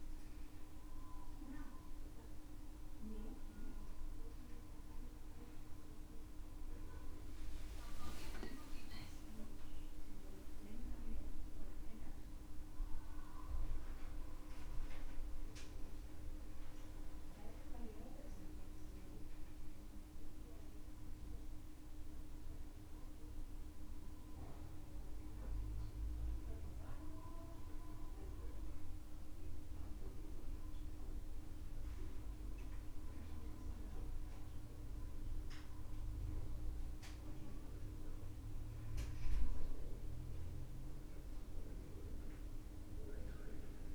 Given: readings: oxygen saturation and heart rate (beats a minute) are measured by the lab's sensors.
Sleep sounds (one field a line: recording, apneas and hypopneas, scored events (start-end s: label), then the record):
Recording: breathing in sleep, hard to hear, by a room microphone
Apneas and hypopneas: none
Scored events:
7.50-12.00 s: arousal
From the record:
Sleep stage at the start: N1 (lightest sleep)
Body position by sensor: on the back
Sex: male